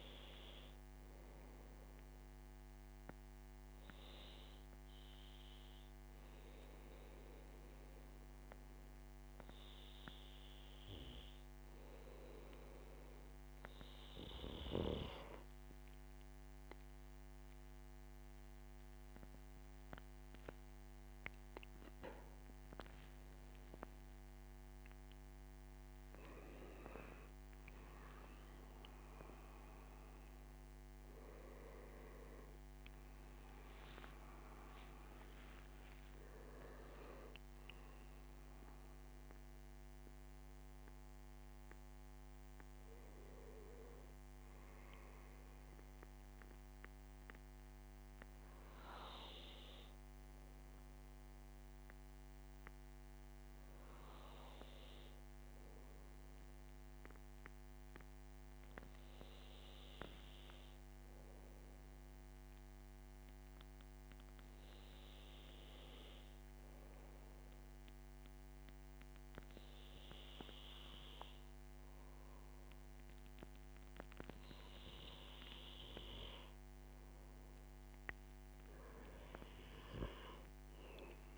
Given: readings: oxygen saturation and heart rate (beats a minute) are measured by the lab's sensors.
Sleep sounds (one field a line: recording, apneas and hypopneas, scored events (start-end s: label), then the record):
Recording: breathing in sleep by a microphone on the trachea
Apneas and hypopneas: 1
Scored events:
4.00-15.00 s: obstructive apnea (oxygen 97% before, 95% lowest, heart rate 81 before, 79 extreme, up 10 after)
15.50-19.50 s: arousal
From the record:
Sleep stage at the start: N2 (light sleep)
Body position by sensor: on the right side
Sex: male